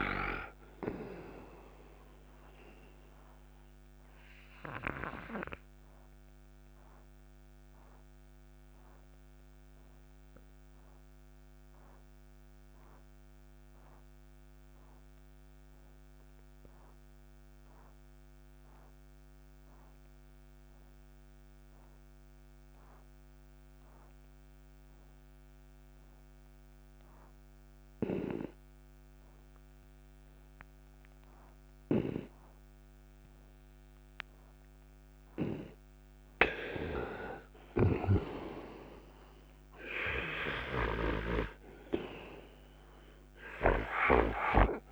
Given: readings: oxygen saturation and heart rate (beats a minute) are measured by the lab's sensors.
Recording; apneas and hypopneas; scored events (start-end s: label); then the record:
breathing in sleep by a microphone on the trachea; 1
0.00-20.50 s: oxygen desaturation (device-marked, oxygen 84% lowest, heart rate 56 extreme)
3.50-33.50 s: obstructive apnea (oxygen 99% before, 84% lowest, heart rate 72 before, 56 extreme, up 8 after)
34.50-44.92 s: oxygen desaturation (device-marked, oxygen 98% before, 87% lowest, heart rate 59 before, 60 extreme)
35.50-38.00 s: arousal
From the record:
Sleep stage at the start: N2 (light sleep); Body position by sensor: on the right side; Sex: male